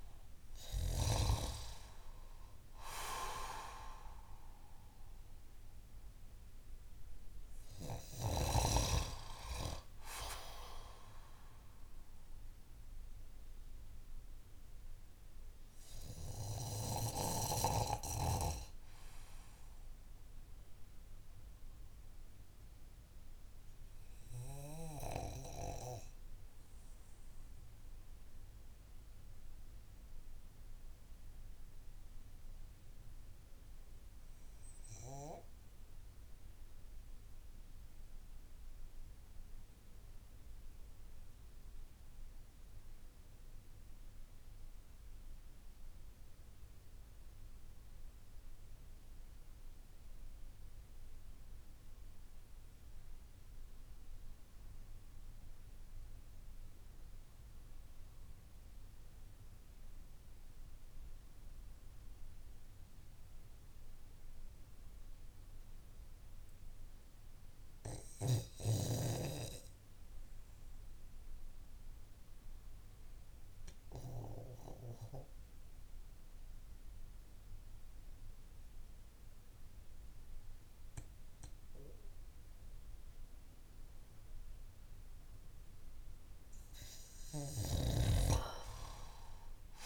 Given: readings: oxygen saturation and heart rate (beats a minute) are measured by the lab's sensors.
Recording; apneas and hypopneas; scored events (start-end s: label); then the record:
breathing in sleep by a room microphone; 1
0.00-33.50 s: oxygen desaturation (device-marked, oxygen 89% lowest)
10.50-85.50 s: obstructive apnea (oxygen 97% before, 84% lowest)
60.50-89.86 s: oxygen desaturation (device-marked, oxygen 96% before, 84% lowest)
67.50-74.00 s: snoring (device-marked)
87.00-89.86 s: snoring (device-marked)
88.00-89.86 s: arousal
From the record:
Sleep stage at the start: REM sleep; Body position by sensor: on the back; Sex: male